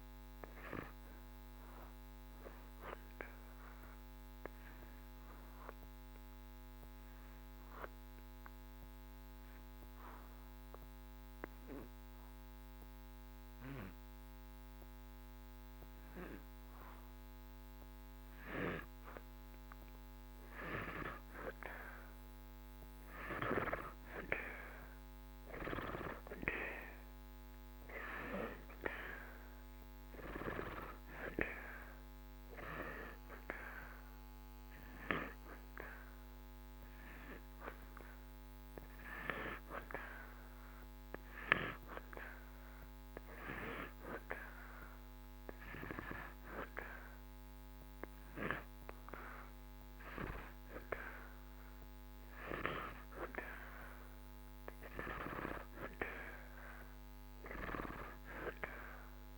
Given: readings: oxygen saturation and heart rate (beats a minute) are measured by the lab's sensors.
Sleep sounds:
breathing in sleep by a microphone on the trachea; 2
0.00-22.50 s: oxygen desaturation (device-marked, oxygen 82% lowest)
3.00-18.00 s: obstructive apnea (oxygen 94% before, 81% lowest)
19.50-23.50 s: arousal
27.50-52.50 s: oxygen desaturation (device-marked, oxygen 96% before, 81% lowest)
31.00-43.00 s: hypopnea (oxygen 96% before, 81% lowest)
52.50-57.00 s: arousal
From the record:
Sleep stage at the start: N2 (light sleep); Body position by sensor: on the back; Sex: male

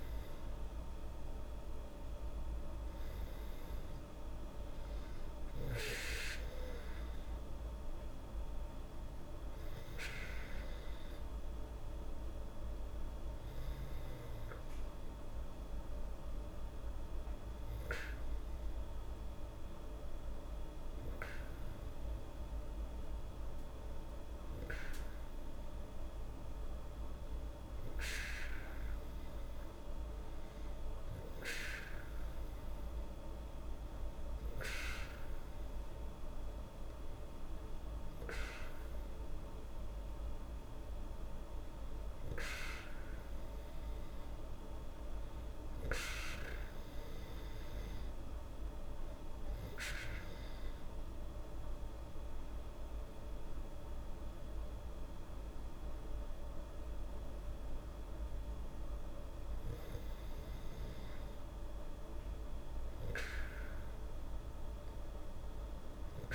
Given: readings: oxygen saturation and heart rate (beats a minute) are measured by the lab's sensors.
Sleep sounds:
breathing in sleep by a room microphone; none
none scored
From the record:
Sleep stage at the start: N2 (light sleep); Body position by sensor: on the back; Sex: female

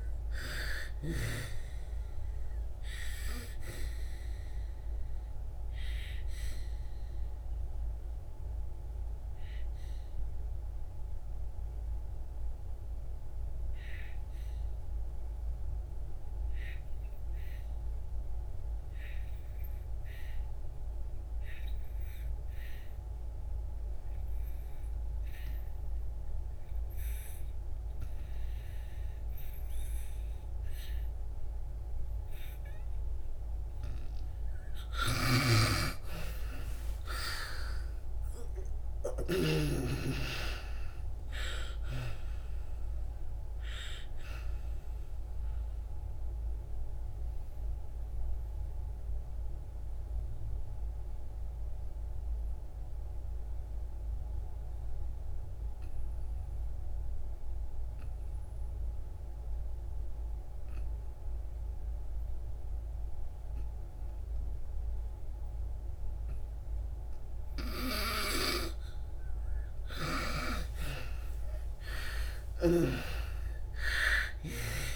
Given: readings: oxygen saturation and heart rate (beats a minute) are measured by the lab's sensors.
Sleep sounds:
breathing in sleep by a room microphone; 2
0.00-1.50 s: arousal
0.00-25.00 s: oxygen desaturation (device-marked, oxygen 73% lowest, heart rate 59 extreme)
5.00-33.50 s: obstructive apnea (oxygen 99% before, 71% lowest, heart rate 81 before, 59 extreme, up 28 after)
27.00-66.00 s: oxygen desaturation (device-marked, oxygen 97% before, 71% lowest, heart rate 64 before, 59 extreme)
35.00-39.50 s: snoring (device-marked)
35.50-40.50 s: arousal
46.50-69.50 s: mixed apnea (oxygen 97% before, 71% lowest, heart rate 74 before, 59 extreme, up 56 after)
68.00-74.96 s: oxygen desaturation (device-marked, oxygen 97% before, 75% lowest, heart rate 65 before, 59 extreme)
71.00-74.96 s: arousal
From the record:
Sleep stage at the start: N2 (light sleep); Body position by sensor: on the back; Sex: female

